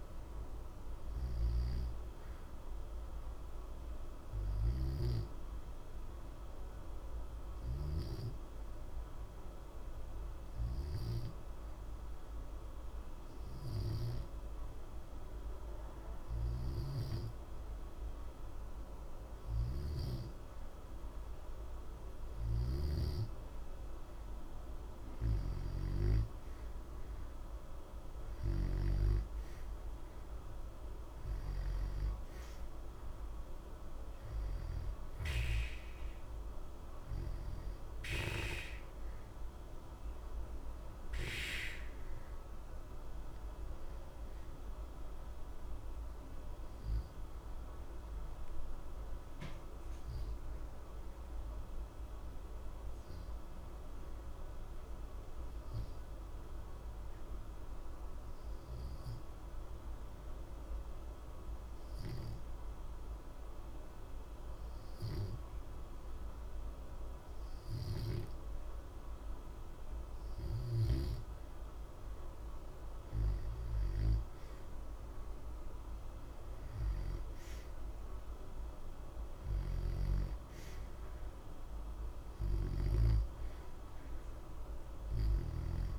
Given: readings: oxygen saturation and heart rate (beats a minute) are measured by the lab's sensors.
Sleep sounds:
breathing in sleep by a room microphone; 2
3.50-21.50 s: hypopnea (oxygen 91% before, 88% lowest, heart rate 60 before, 60 extreme, up 0 after)
24.00-28.00 s: arousal
49.00-68.50 s: obstructive apnea (oxygen 91% before, 86% lowest, heart rate 60 before, 60 extreme, up 0 after)
70.50-73.50 s: arousal
78.50-85.99 s: oxygen desaturation (device-marked, oxygen 93% before, 86% lowest, heart rate 60 before, 60 extreme)
From the record:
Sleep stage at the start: N2 (light sleep); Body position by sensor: on the back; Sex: male

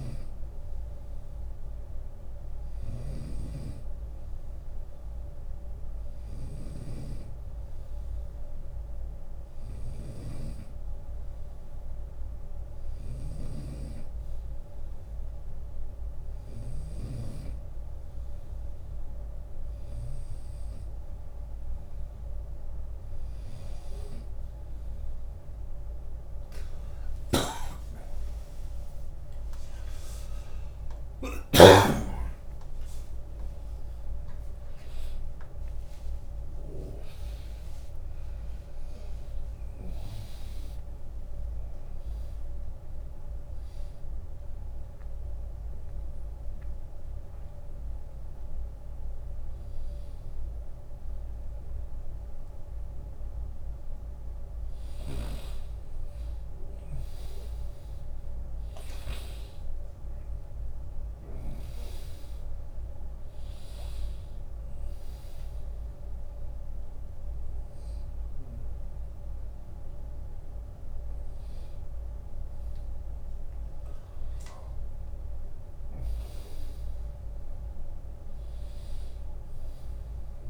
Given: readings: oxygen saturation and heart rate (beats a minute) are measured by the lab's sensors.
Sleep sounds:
a person partly awake in a sleep study, by a room microphone; none
0.00-16.00 s: snoring (device-marked)
15.00-17.00 s: long interval between heartbeats (device-marked, heart rate 81 before, 80 extreme)
26.00-30.50 s: snoring (device-marked)
27.50-57.50 s: new sleep stage, awake
29.50-43.50 s: drop in pulse transit time (device-marked, heart rate 81 before, 72 extreme)
42.50-48.50 s: oxygen desaturation (device-marked, oxygen 93% before, 90% lowest, heart rate 80 before, 80 extreme)
49.50-51.50 s: long interval between heartbeats (device-marked, heart rate 82 before, 89 extreme)
57.50-80.50 s: new sleep stage, N2 (light sleep)
From the record:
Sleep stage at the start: N2 (light sleep); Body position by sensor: on the right side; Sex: male

